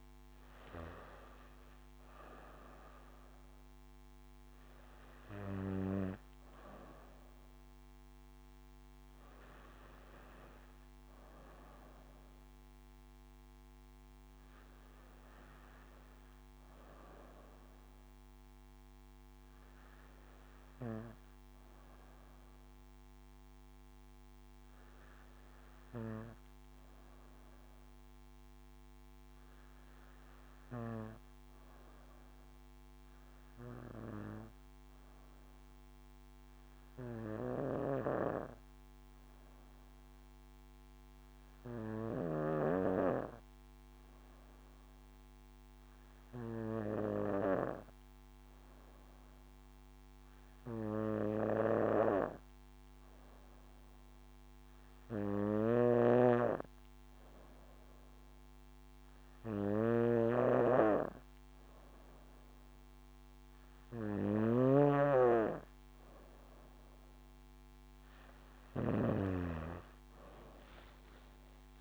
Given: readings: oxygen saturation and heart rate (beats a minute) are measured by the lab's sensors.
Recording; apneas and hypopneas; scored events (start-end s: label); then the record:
breathing in sleep by a microphone on the trachea; 1
25.50-64.00 s: hypopnea (oxygen 99% before, 94% lowest, heart rate 56 before, 55 extreme, up 8 after)
55.50-69.50 s: snoring (device-marked)
55.50-71.81 s: oxygen desaturation (device-marked, oxygen 97% before, 94% lowest, heart rate 57 before, 57 extreme)
70.00-71.81 s: arousal
From the record:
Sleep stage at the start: N2 (light sleep); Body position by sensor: on the back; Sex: female